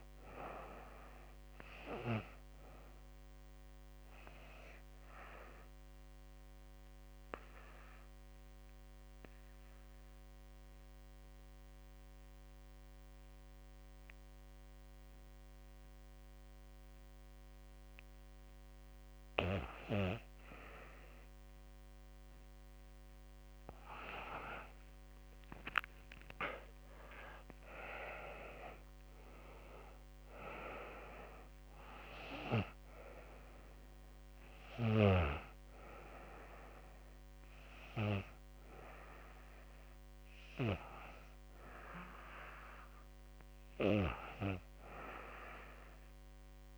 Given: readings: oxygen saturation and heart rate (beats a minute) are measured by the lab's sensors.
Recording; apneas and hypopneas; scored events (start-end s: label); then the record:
breathing in sleep by a microphone on the trachea; 1
0.00-9.50 s: oxygen desaturation (device-marked, oxygen 85% lowest, heart rate 65 extreme)
3.50-18.00 s: obstructive apnea (oxygen 96% before, 85% lowest, heart rate 81 before, 65 extreme, up 10 after)
22.50-27.00 s: arousal
24.50-42.50 s: oxygen desaturation (device-marked, oxygen 98% before, 91% lowest, heart rate 70 before, 67 extreme)
From the record:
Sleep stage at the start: REM sleep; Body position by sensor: on the back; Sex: female